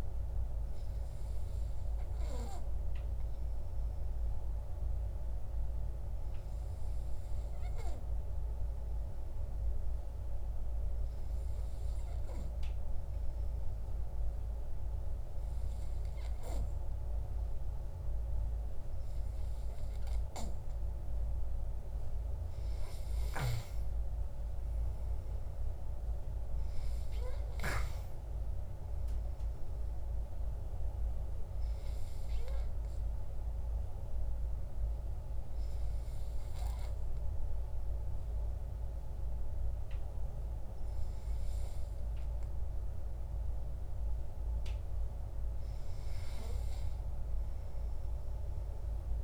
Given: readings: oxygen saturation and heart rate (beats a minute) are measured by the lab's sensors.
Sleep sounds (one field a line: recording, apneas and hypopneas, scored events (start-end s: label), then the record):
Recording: breathing in sleep, hard to hear, by a room microphone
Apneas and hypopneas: 1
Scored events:
10.00-20.00 s: hypopnea (oxygen 97% before, 94% lowest, heart rate 60 before, 56 extreme, up 8 after)
21.50-25.00 s: arousal
From the record:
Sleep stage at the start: N2 (light sleep)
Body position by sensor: on the back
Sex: male